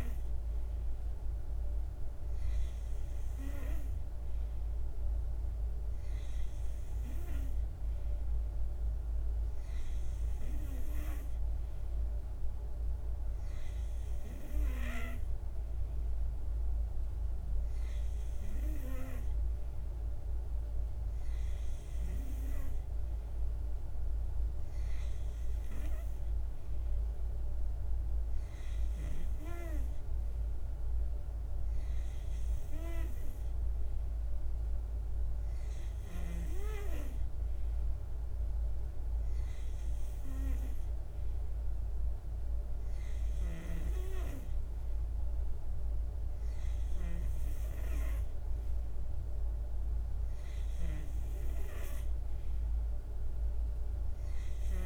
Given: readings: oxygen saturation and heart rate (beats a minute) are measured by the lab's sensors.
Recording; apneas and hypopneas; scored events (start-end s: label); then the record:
breathing in sleep by a room microphone; none
none scored
From the record:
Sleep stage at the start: N2 (light sleep); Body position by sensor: on the back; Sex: male